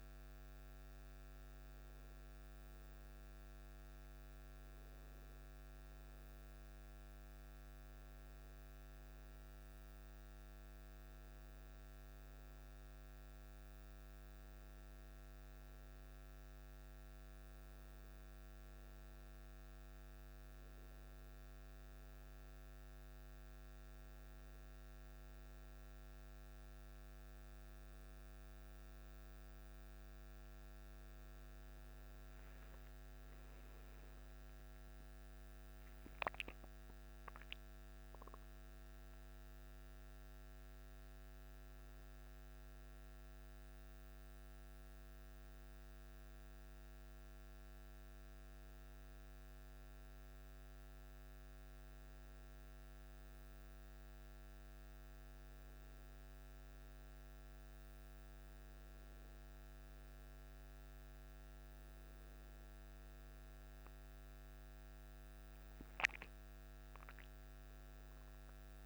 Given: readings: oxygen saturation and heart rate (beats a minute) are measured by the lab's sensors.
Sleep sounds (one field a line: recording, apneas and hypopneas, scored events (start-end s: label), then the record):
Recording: a person awake in a sleep study, hard to hear, by a microphone on the trachea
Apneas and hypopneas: none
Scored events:
56.00-68.85 s: new sleep stage, N1 (lightest sleep)
From the record:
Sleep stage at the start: awake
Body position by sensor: on the back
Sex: male